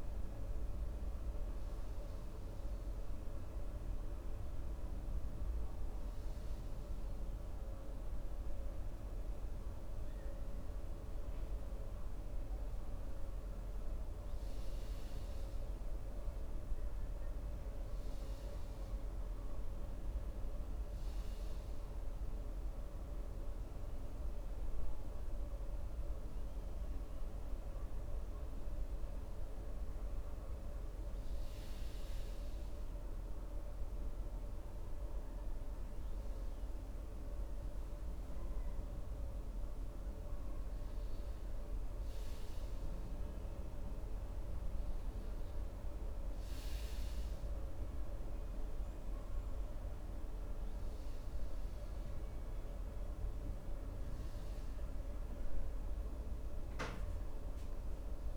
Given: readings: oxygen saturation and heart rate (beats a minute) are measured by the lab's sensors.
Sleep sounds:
breathing in sleep, hard to hear, by a room microphone; none
none scored
From the record:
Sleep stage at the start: N2 (light sleep); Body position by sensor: on the right side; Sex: male

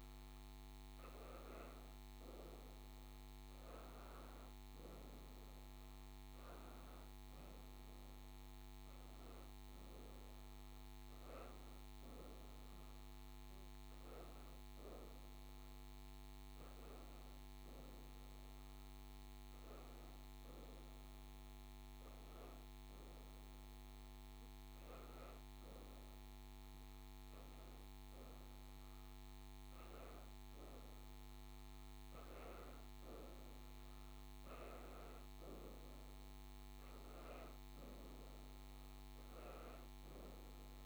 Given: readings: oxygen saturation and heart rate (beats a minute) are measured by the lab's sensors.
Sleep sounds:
breathing in sleep by a microphone on the trachea; none
none scored
From the record:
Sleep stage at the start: N1 (lightest sleep); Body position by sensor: on the back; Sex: female

